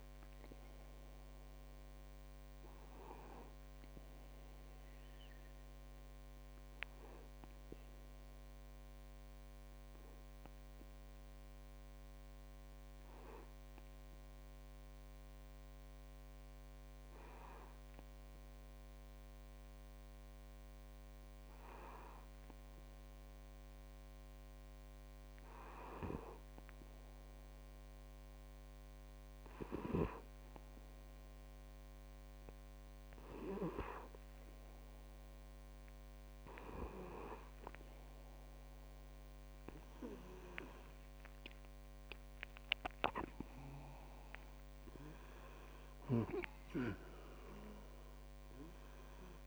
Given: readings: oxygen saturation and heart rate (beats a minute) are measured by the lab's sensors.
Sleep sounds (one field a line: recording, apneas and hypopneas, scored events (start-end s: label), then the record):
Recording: breathing in sleep by a microphone on the trachea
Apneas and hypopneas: 1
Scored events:
0.00-10.50 s: oxygen desaturation (device-marked, oxygen 94% lowest, heart rate 46 extreme)
3.00-23.50 s: obstructive apnea (oxygen 98% before, 95% lowest, heart rate 52 before, 45 extreme, up 11 after)
25.50-28.50 s: arousal
From the record:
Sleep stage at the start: N2 (light sleep)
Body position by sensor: on the back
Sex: male